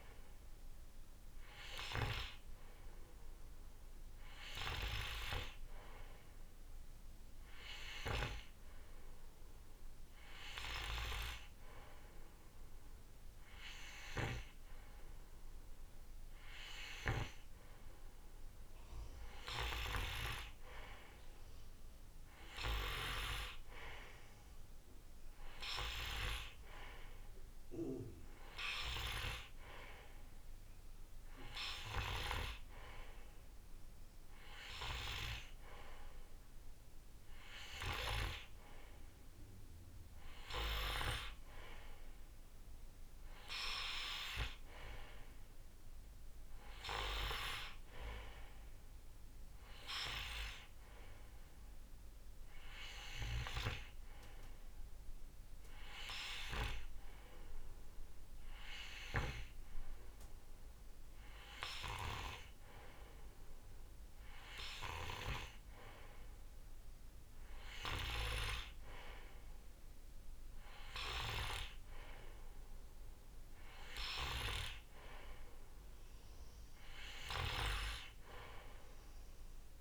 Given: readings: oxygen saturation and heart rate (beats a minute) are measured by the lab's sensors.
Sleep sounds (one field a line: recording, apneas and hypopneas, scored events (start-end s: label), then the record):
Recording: breathing in sleep by a room microphone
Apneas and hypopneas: none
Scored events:
none scored
From the record:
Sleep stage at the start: N2 (light sleep)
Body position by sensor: on the right side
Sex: male